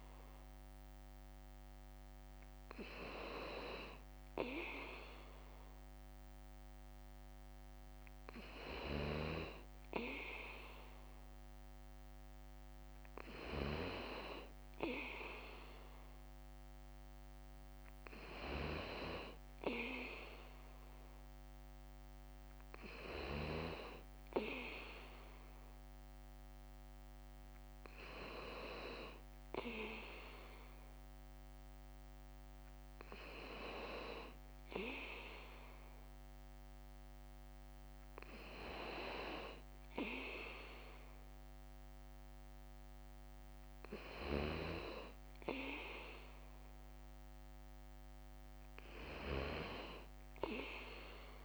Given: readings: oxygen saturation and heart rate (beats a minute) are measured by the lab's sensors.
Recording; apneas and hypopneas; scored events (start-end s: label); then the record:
breathing in sleep by a microphone on the trachea; none
0.00-34.00 s: bradycardia (device-marked, heart rate 52 extreme)
37.00-51.45 s: bradycardia (device-marked, heart rate 58 before, 57 extreme)
From the record:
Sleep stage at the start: N2 (light sleep); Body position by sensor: on the back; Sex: male